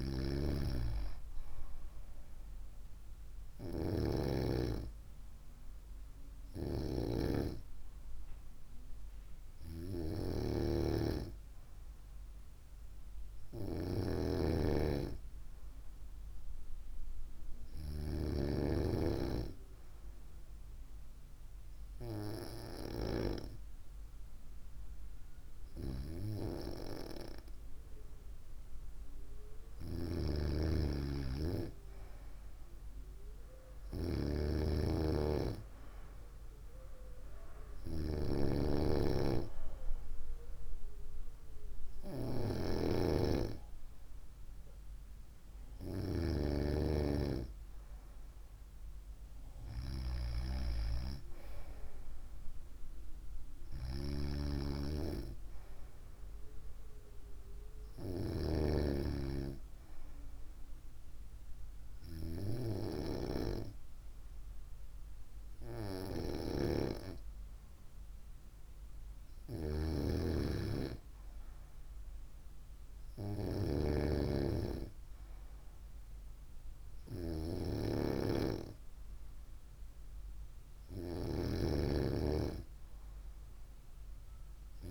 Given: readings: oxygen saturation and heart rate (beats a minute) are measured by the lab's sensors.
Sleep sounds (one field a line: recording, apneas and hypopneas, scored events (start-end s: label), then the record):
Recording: breathing in sleep by a room microphone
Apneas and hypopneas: none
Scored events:
none scored
From the record:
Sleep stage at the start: N2 (light sleep)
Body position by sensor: on the right side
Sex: female